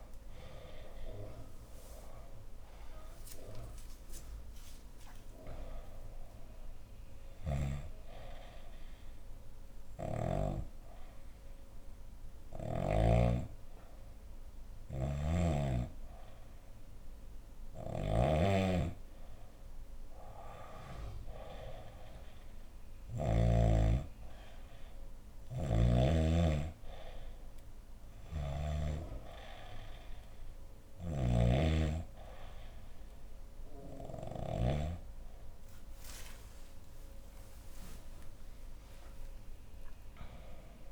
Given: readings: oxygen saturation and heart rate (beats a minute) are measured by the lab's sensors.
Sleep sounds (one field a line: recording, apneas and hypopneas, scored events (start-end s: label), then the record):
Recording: breathing in sleep by a room microphone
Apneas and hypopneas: 1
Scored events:
0.00-18.00 s: oxygen desaturation (device-marked, oxygen 90% lowest, heart rate 58 extreme)
0.50-6.00 s: arousal
8.50-19.00 s: hypopnea (oxygen 96% before, 90% lowest, heart rate 72 before, 58 extreme, up 8 after)
10.00-17.00 s: bradycardia (device-marked, heart rate 77 before, 58 extreme)
14.50-23.00 s: snoring (device-marked)
27.50-34.50 s: snoring (device-marked)
35.50-39.50 s: arousal
From the record:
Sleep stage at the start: N2 (light sleep)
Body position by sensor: on the back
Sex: female